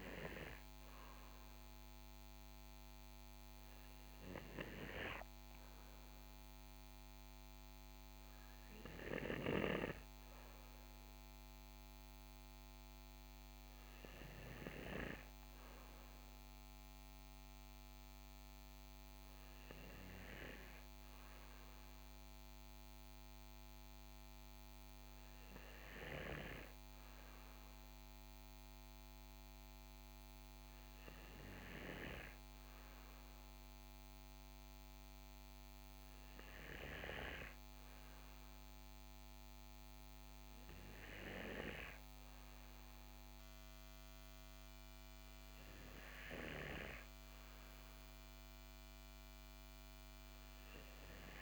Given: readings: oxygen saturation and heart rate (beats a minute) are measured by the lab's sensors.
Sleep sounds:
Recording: breathing in sleep by a microphone on the trachea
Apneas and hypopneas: none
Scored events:
none scored
From the record:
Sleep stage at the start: N2 (light sleep)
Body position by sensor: on the right side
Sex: male

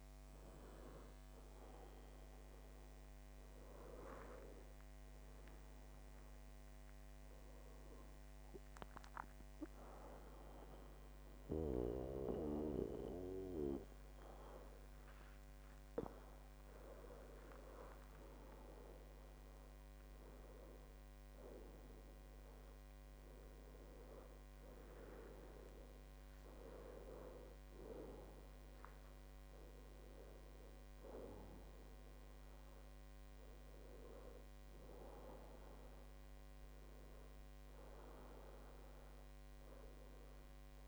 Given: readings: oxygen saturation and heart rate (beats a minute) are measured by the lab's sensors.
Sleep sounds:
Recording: breathing in sleep by a microphone on the trachea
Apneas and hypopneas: none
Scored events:
0.00-10.50 s: oxygen desaturation (device-marked, oxygen 92% lowest, heart rate 70 extreme)
12.50-17.00 s: arousal
16.50-18.50 s: long interval between heartbeats (device-marked, heart rate 74 before, 78 extreme)
From the record:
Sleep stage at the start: N2 (light sleep)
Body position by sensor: on the back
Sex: male

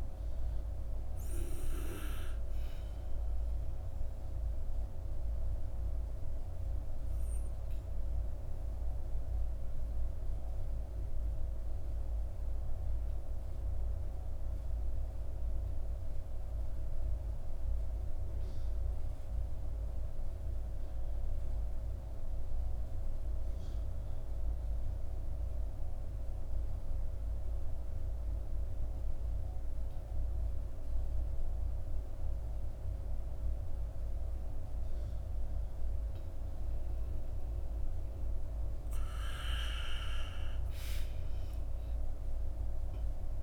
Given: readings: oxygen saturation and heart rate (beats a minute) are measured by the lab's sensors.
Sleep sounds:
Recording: breathing in sleep, hard to hear, by a room microphone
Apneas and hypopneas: 1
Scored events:
3.50-37.00 s: obstructive apnea (oxygen 97% before, 88% lowest, heart rate 58 before, 39 extreme, up 2 after)
9.50-25.50 s: oxygen desaturation (device-marked, oxygen 93% before, 90% lowest, heart rate 57 before, 44 extreme)
38.50-43.43 s: oxygen desaturation (device-marked, oxygen 97% before, 88% lowest, heart rate 55 before, 48 extreme)
39.50-43.43 s: arousal
From the record:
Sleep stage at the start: N2 (light sleep)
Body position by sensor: on the back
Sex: male

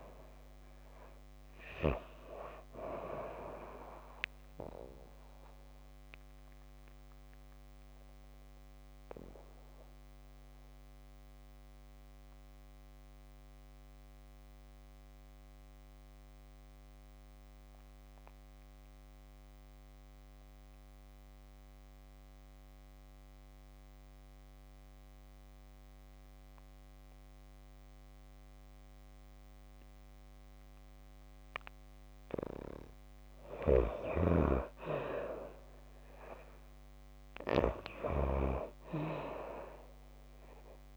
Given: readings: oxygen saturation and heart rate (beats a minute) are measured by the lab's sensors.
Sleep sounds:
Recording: breathing in sleep by a microphone on the trachea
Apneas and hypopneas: 1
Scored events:
5.00-32.00 s: obstructive apnea (oxygen 96% before, 85% lowest, heart rate 104 before, 53 extreme, up 14 after)
26.50-40.97 s: oxygen desaturation (device-marked, oxygen 93% before, 86% lowest, heart rate 56 before, 51 extreme)
35.50-39.50 s: arousal
From the record:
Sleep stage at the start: N2 (light sleep)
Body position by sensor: on the back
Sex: female

